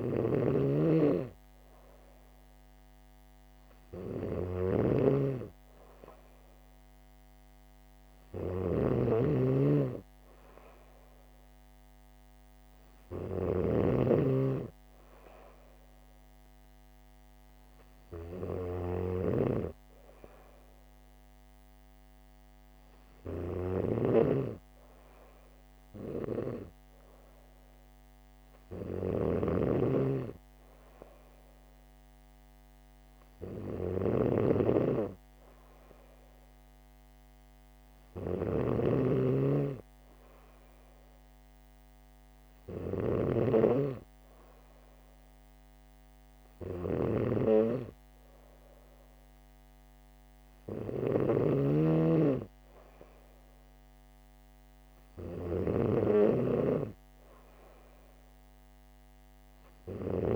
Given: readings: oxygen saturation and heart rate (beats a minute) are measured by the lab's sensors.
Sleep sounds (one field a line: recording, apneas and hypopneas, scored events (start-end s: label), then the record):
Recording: breathing in sleep by a microphone on the trachea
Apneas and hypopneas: none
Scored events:
0.00-60.36 s: snoring (device-marked)
From the record:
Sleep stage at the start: N3 (deep sleep)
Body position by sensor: on the back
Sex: female